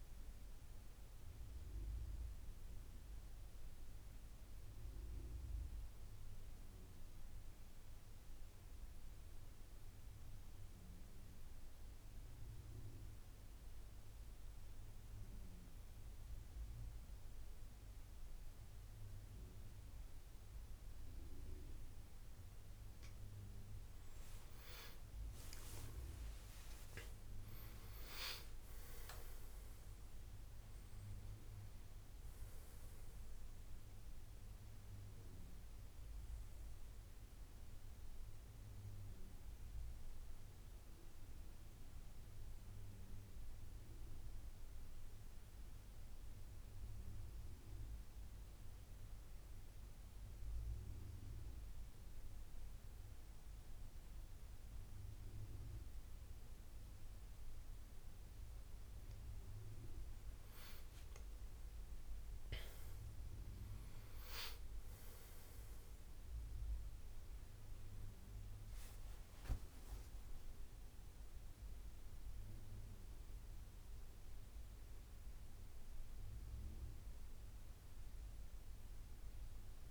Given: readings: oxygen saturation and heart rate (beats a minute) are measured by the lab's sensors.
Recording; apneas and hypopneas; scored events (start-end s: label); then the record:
breathing in sleep, hard to hear, by a room microphone; 2
0.00-13.00 s: oxygen desaturation (device-marked, oxygen 86% lowest, heart rate 65 extreme)
3.50-22.50 s: mixed apnea (oxygen 94% before, 86% lowest, heart rate 86 before, 65 extreme, up 18 after)
26.00-31.50 s: arousal
26.00-53.00 s: oxygen desaturation (device-marked, oxygen 97% before, 86% lowest, heart rate 76 before, 71 extreme)
41.00-58.00 s: central apnea (oxygen 97% before, 86% lowest, heart rate 87 before, 71 extreme, up 19 after)
61.00-66.00 s: arousal
67.00-79.90 s: oxygen desaturation (device-marked, oxygen 97% before, 88% lowest, heart rate 80 before, 74 extreme)
From the record:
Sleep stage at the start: N2 (light sleep); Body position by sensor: on the back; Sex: male